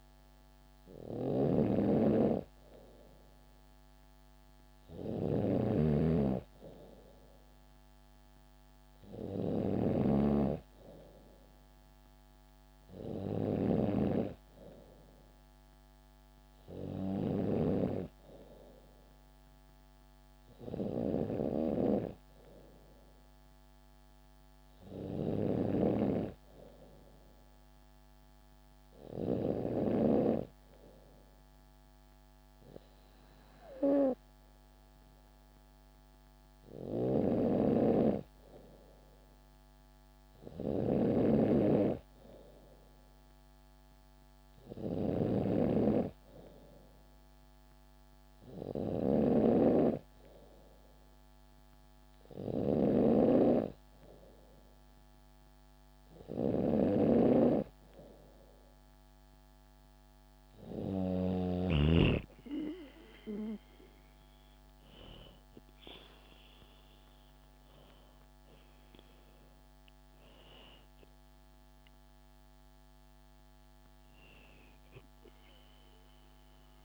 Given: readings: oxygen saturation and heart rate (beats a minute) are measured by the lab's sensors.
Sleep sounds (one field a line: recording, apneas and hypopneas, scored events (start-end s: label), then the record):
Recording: breathing in sleep by a microphone on the trachea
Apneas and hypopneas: none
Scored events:
0.50-17.00 s: snoring (device-marked)
25.00-29.50 s: snoring (device-marked)
36.50-60.50 s: snoring (device-marked)
68.50-76.85 s: new sleep stage, N2 (light sleep)
71.00-75.00 s: arousal
72.50-75.50 s: bradycardia (device-marked, heart rate 69 before, 73 extreme)
From the record:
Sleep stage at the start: N3 (deep sleep)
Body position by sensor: on the back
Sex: female